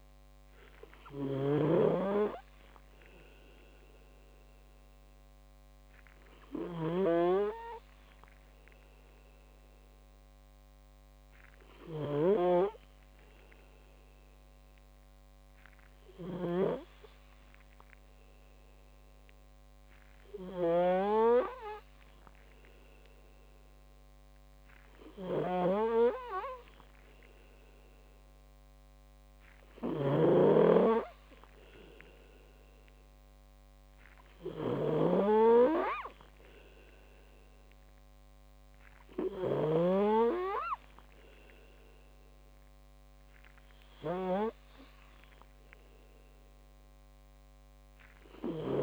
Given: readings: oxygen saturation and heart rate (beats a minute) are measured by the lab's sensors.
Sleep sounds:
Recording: breathing in sleep by a microphone on the trachea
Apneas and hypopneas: 1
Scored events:
0.00-48.83 s: snoring (device-marked)
12.50-27.50 s: obstructive apnea (oxygen 95% before, 93% lowest)
33.50-39.00 s: arousal
From the record:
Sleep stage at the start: N2 (light sleep)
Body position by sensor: on the back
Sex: male

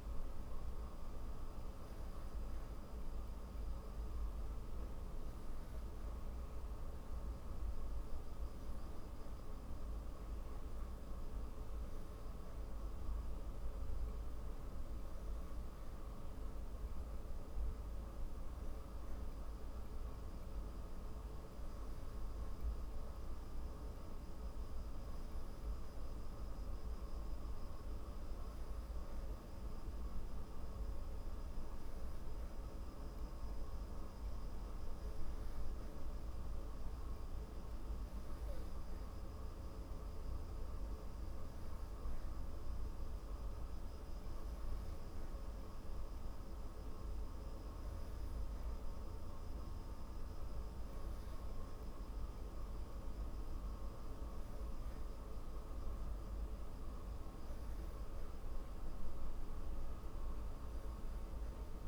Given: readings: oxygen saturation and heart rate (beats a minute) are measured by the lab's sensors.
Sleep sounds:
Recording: breathing in sleep, hard to hear, by a room microphone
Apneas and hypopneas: none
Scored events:
none scored
From the record:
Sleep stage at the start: N3 (deep sleep)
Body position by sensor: on the back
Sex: female

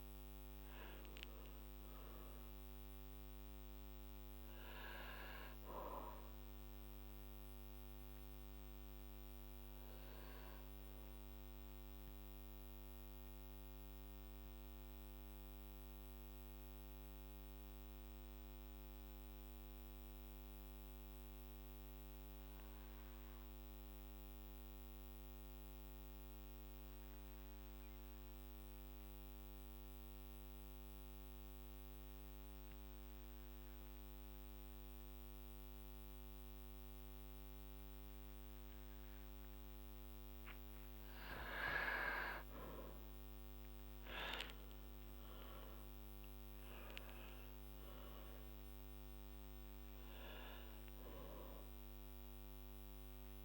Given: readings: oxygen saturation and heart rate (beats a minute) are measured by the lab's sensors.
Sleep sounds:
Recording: breathing in sleep by a microphone on the trachea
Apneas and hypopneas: 1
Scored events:
0.00-2.00 s: arousal
9.00-41.50 s: mixed apnea (oxygen 100% before, 94% lowest, heart rate 56 before, 49 extreme, up 10 after)
18.00-29.00 s: oxygen desaturation (device-marked, oxygen 98% before, 95% lowest, heart rate 55 before, 53 extreme)
44.50-50.50 s: arousal
From the record:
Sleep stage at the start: N2 (light sleep)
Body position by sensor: on the back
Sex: male

